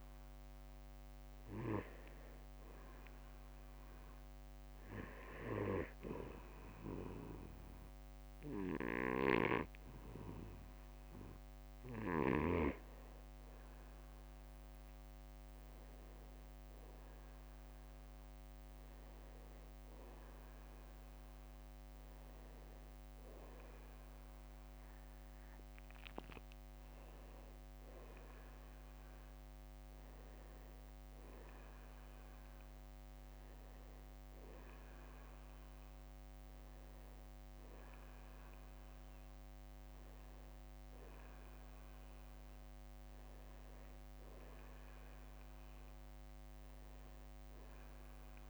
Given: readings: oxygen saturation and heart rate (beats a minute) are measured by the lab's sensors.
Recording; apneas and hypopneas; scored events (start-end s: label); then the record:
breathing in sleep by a microphone on the trachea; 1
2.50-13.50 s: hypopnea (oxygen 95% before, 90% lowest, heart rate 58 before, 45 extreme, up 9 after)
13.00-43.00 s: new sleep stage, N1 (lightest sleep)
15.50-18.50 s: arousal
17.00-35.00 s: oxygen desaturation (device-marked, oxygen 93% before, 90% lowest, heart rate 54 before, 47 extreme)
43.00-48.50 s: new sleep stage, N2 (light sleep)
44.00-46.00 s: long interval between heartbeats (device-marked, heart rate 61 before, 64 extreme)
From the record:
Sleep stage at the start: N2 (light sleep); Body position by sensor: on the back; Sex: male